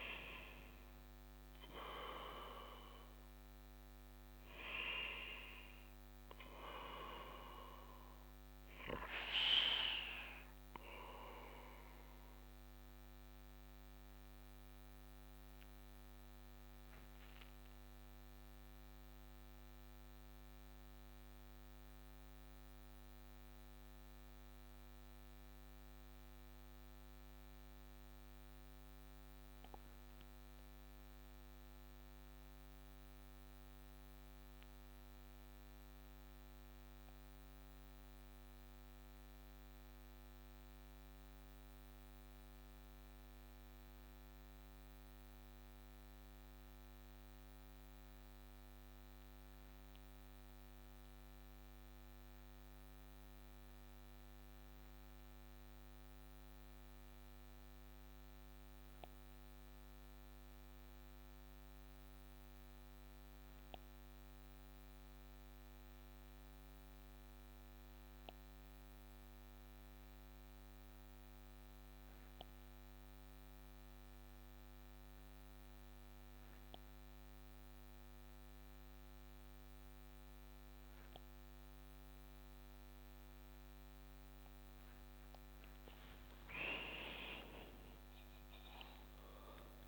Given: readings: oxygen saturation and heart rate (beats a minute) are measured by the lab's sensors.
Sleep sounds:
breathing in sleep by a microphone on the trachea; 1
0.00-18.50 s: oxygen desaturation (device-marked, oxygen 88% lowest)
11.50-85.50 s: mixed apnea (oxygen 94% before, 88% lowest)
83.50-89.88 s: new sleep stage, N1 (lightest sleep)
86.50-89.88 s: arousal
From the record:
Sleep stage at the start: REM sleep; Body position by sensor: on the back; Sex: male

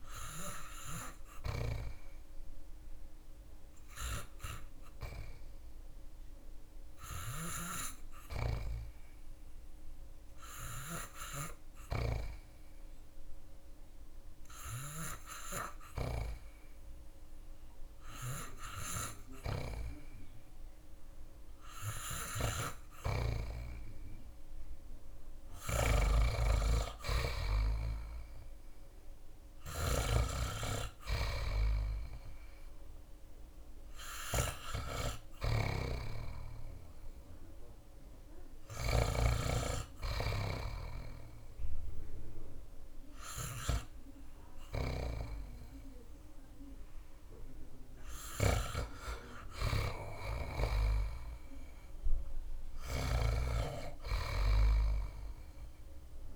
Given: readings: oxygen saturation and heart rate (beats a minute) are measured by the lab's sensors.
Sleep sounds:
breathing in sleep by a room microphone; 1
0.00-15.50 s: oxygen desaturation (device-marked, oxygen 90% lowest)
2.50-22.00 s: hypopnea (oxygen 96% before, 90% lowest)
25.00-29.50 s: arousal
25.00-38.50 s: snoring (device-marked)
26.50-56.35 s: new sleep stage, N2 (light sleep)
52.00-56.35 s: snoring (device-marked)
From the record:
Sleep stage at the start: REM sleep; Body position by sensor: on the back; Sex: male

